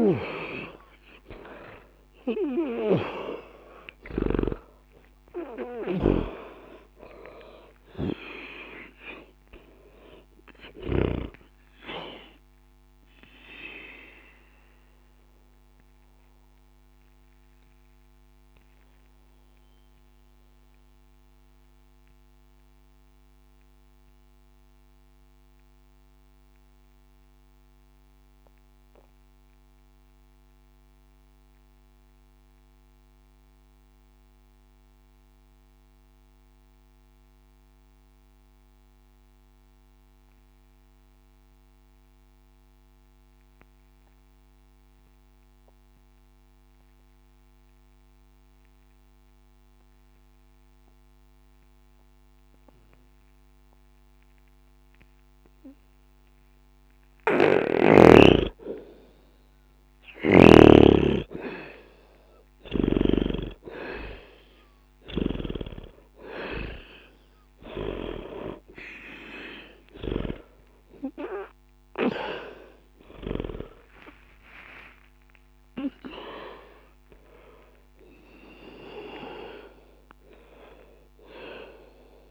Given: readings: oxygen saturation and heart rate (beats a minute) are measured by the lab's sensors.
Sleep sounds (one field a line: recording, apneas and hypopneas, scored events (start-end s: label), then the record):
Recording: breathing in sleep by a microphone on the trachea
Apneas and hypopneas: 1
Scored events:
0.00-3.00 s: arousal
0.00-40.00 s: oxygen desaturation (device-marked, oxygen 74% lowest, heart rate 60 extreme)
15.00-64.50 s: mixed apnea (oxygen 94% before, 74% lowest, heart rate 60 before, 60 extreme, up 0 after)
52.00-77.00 s: oxygen desaturation (device-marked, oxygen 100% before, 90% lowest, heart rate 60 before, 60 extreme)
67.50-72.00 s: arousal
79.00-82.31 s: oxygen desaturation (device-marked, oxygen 93% before, 79% lowest, heart rate 60 before, 60 extreme)
From the record:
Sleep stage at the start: N2 (light sleep)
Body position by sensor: on the back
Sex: male